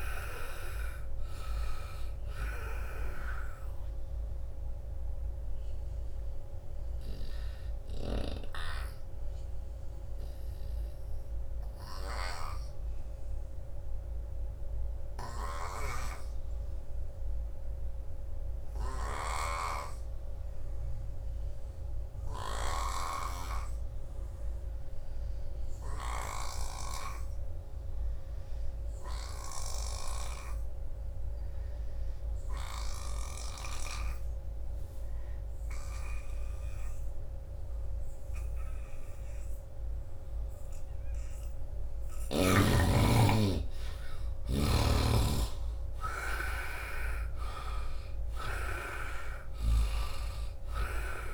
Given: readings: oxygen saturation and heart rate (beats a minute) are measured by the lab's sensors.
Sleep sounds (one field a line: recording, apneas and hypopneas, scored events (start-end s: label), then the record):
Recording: breathing in sleep by a room microphone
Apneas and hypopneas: 1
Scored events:
0.00-19.00 s: oxygen desaturation (device-marked, oxygen 78% lowest, heart rate 74 extreme)
3.50-40.00 s: obstructive apnea (oxygen 97% before, 75% lowest, heart rate 85 before, 73 extreme, up 4 after)
15.00-33.00 s: snoring (device-marked)
21.00-51.34 s: oxygen desaturation (device-marked, oxygen 99% before, 75% lowest, heart rate 89 before, 70 extreme)
42.00-45.50 s: arousal
44.50-48.50 s: snoring (device-marked)
From the record:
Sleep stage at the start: N2 (light sleep)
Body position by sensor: on the right side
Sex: male